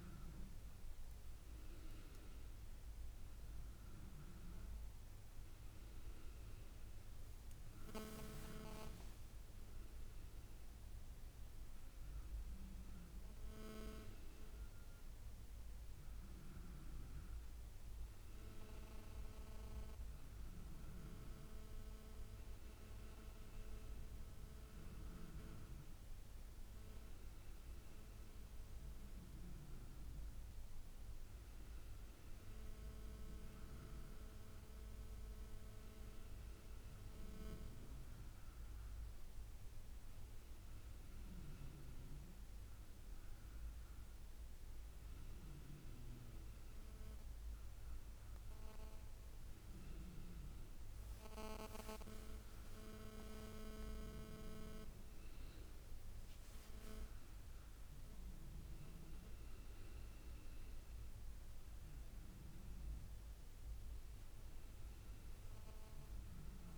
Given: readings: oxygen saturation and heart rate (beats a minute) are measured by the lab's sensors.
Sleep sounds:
a person awake in a sleep study, by a room microphone; none
50.00-54.00 s: tachycardia (device-marked, heart rate 84 before, 103 extreme)
51.50-53.50 s: long interval between heartbeats (device-marked, heart rate 83 before, 91 extreme)
53.50-55.50 s: long interval between heartbeats (device-marked, heart rate 84 before, 103 extreme)
From the record:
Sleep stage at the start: awake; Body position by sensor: on the back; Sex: female

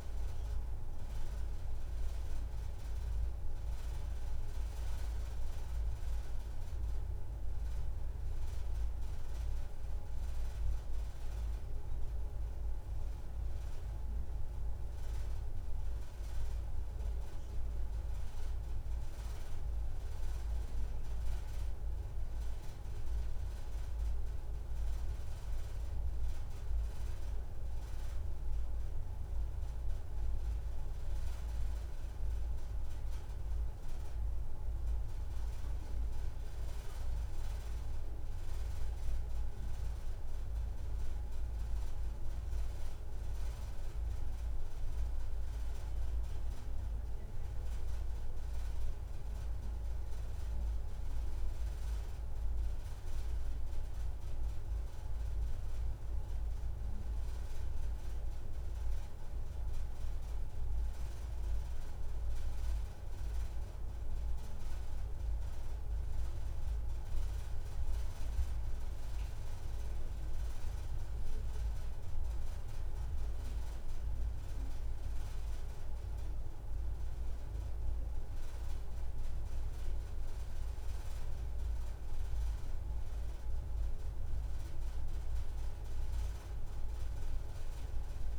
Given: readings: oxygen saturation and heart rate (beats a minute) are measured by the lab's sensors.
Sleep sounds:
breathing in sleep, hard to hear, by a room microphone; none
11.00-13.00 s: long interval between heartbeats (device-marked)
19.50-21.50 s: long interval between heartbeats (device-marked)
From the record:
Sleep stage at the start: N2 (light sleep); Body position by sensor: on the back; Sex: female

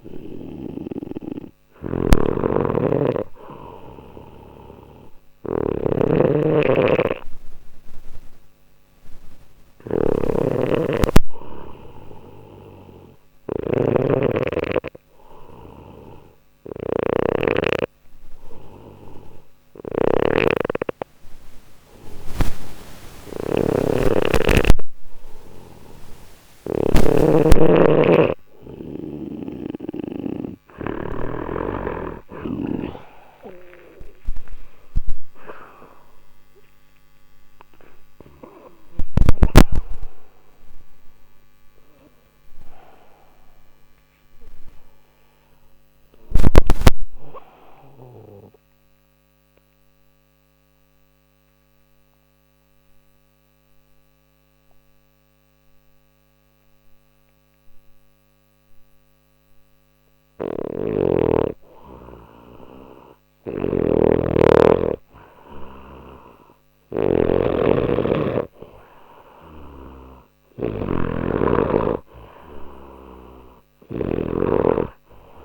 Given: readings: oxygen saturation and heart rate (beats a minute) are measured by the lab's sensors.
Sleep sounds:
breathing in sleep by a microphone on the trachea; 2
0.00-31.00 s: snoring (device-marked)
16.00-27.00 s: hypopnea (oxygen 95% before, 92% lowest, heart rate 60 before, 59 extreme, up 2 after)
33.50-39.50 s: arousal
47.50-60.50 s: obstructive apnea (oxygen 94% before, 92% lowest, heart rate 63 before, 59 extreme, up 1 after)
63.00-67.50 s: arousal
63.00-75.45 s: snoring (device-marked)
From the record:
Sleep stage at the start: N2 (light sleep); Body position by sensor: on the back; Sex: male

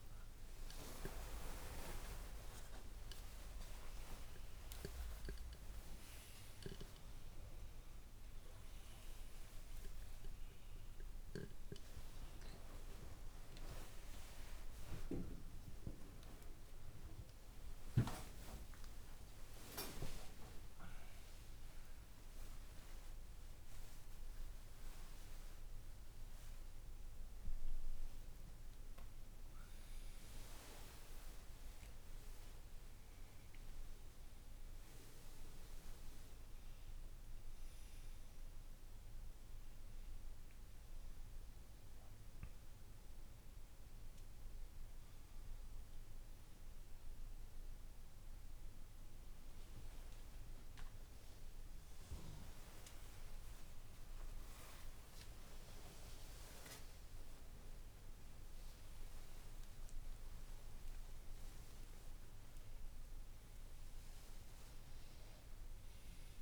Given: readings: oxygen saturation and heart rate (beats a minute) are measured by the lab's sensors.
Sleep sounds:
a person awake in a sleep study, by a room microphone; none
0.00-7.00 s: tachycardia (device-marked, heart rate 70 before, 148 extreme)
3.00-5.00 s: long interval between heartbeats (device-marked, heart rate 122 before, 112 extreme)
6.50-8.50 s: long interval between heartbeats (device-marked, heart rate 120 before, 142 extreme)
12.00-32.00 s: oxygen desaturation (device-marked, oxygen 98% before, 92% lowest, heart rate 112 before, 59 extreme)
13.00-15.00 s: long interval between heartbeats (device-marked, heart rate 108 before, 73 extreme)
17.50-19.50 s: long interval between heartbeats (device-marked, heart rate 99 before, 87 extreme)
50.50-52.50 s: long interval between heartbeats (device-marked, heart rate 67 before, 72 extreme)
55.00-57.00 s: long interval between heartbeats (device-marked, heart rate 69 before, 89 extreme)
59.00-61.00 s: long interval between heartbeats (device-marked, heart rate 72 before, 95 extreme)
From the record:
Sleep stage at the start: awake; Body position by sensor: on the left side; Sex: male

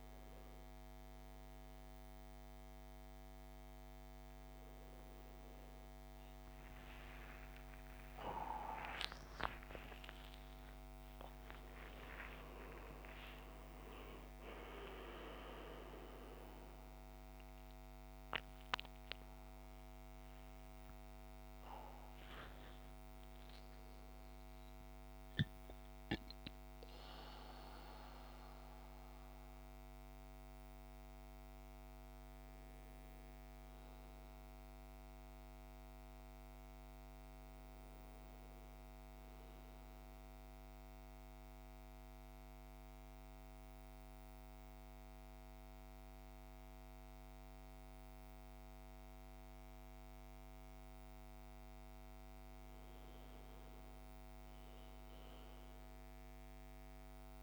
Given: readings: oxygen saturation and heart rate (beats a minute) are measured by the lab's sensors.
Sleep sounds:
a person awake in a sleep study, by a microphone on the trachea; 1
6.50-36.50 s: new sleep stage, awake
36.50-57.43 s: new sleep stage, N1 (lightest sleep)
39.50-52.50 s: central apnea (oxygen 98% before, 93% lowest, heart rate 70 before, 59 extreme, up 2 after)
54.50-57.43 s: arousal
From the record:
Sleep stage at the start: N1 (lightest sleep); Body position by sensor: on the back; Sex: male

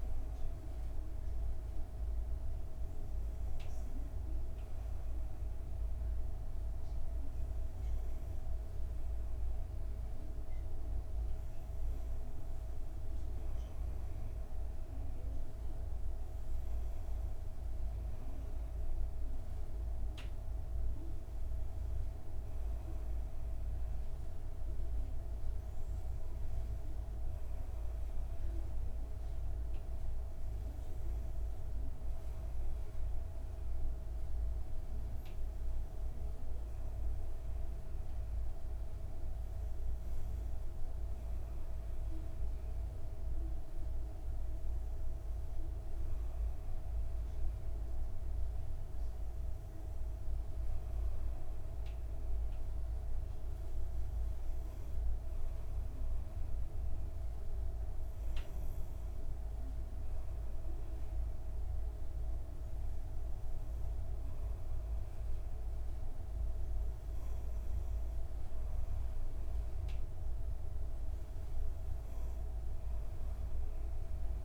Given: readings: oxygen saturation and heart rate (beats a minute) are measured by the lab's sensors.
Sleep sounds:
breathing in sleep, hard to hear, by a room microphone; none
none scored
From the record:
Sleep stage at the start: N2 (light sleep); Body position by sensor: on the back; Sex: female

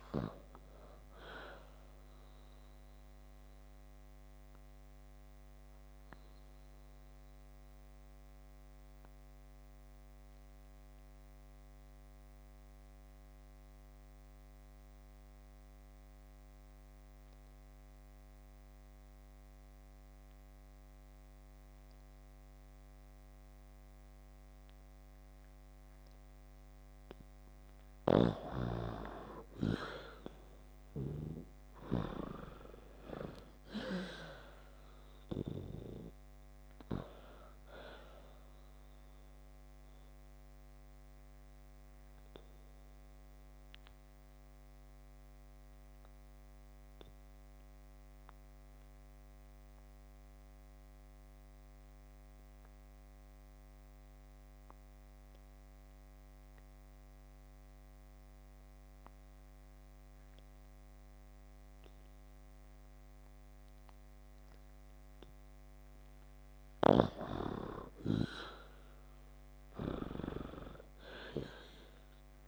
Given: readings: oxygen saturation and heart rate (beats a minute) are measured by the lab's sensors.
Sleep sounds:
breathing in sleep by a microphone on the trachea; 2
3.50-26.00 s: obstructive apnea (oxygen 96% before, 88% lowest)
22.50-36.50 s: oxygen desaturation (device-marked, oxygen 96% before, 89% lowest)
30.00-34.50 s: arousal
41.00-64.50 s: obstructive apnea (oxygen 97% before, 88% lowest)
64.50-72.48 s: oxygen desaturation (device-marked, oxygen 97% before, 88% lowest)
68.00-72.48 s: arousal
From the record:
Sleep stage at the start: N2 (light sleep); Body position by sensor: on the back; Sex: female

